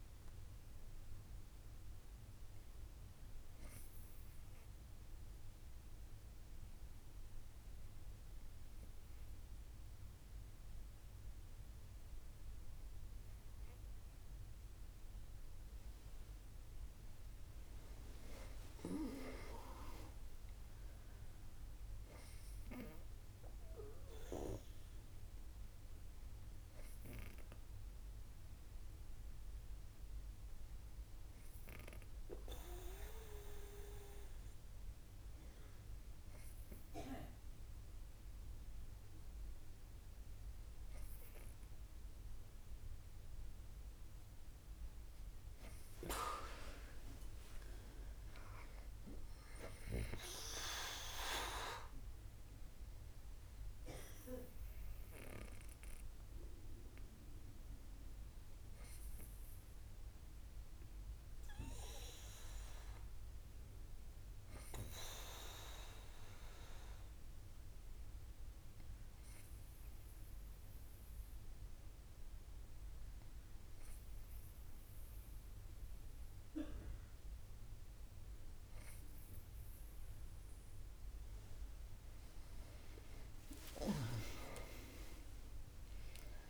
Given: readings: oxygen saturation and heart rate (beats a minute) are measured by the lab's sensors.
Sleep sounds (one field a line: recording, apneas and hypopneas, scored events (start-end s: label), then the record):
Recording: breathing in sleep by a room microphone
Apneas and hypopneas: 3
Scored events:
0.00-5.50 s: bradycardia (device-marked, heart rate 58 extreme)
4.00-15.50 s: obstructive apnea (oxygen 98% before, 96% lowest, heart rate 68 before, 58 extreme, up 21 after)
17.00-20.00 s: arousal
24.50-31.50 s: bradycardia (device-marked, heart rate 69 before, 58 extreme)
26.50-43.00 s: hypopnea (oxygen 99% before, 96% lowest, heart rate 68 before, 58 extreme, up 19 after)
46.50-50.00 s: arousal
64.50-78.50 s: obstructive apnea (oxygen 98% before, 96% lowest, heart rate 68 before, 59 extreme, up 38 after)
72.50-74.50 s: bradycardia (device-marked, heart rate 69 before, 61 extreme)
76.50-86.50 s: new sleep stage, awake
83.50-86.50 s: tachycardia (device-marked, heart rate 69 before, 137 extreme)
From the record:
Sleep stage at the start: N2 (light sleep)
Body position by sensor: on the back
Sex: female